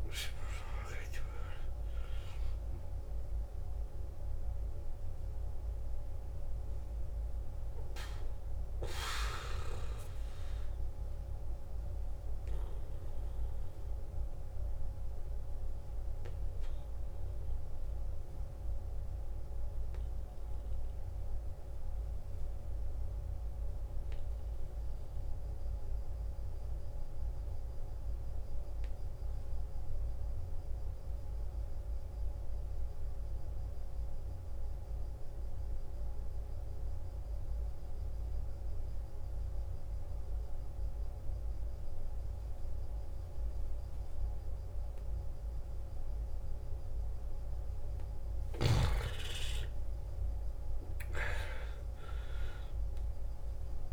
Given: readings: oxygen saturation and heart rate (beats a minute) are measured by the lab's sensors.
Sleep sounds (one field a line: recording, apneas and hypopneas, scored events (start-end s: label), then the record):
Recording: breathing in sleep by a room microphone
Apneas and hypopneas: 1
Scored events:
0.00-24.00 s: oxygen desaturation (device-marked, oxygen 88% lowest, heart rate 53 extreme)
5.50-47.50 s: obstructive apnea (oxygen 97% before, 88% lowest, heart rate 62 before, 53 extreme, up 15 after)
40.00-53.92 s: oxygen desaturation (device-marked, oxygen 98% before, 88% lowest, heart rate 54 before, 52 extreme)
46.00-48.00 s: long interval between heartbeats (device-marked, heart rate 54 before, 57 extreme)
49.00-53.92 s: arousal
From the record:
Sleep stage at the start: N2 (light sleep)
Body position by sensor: on the back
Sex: male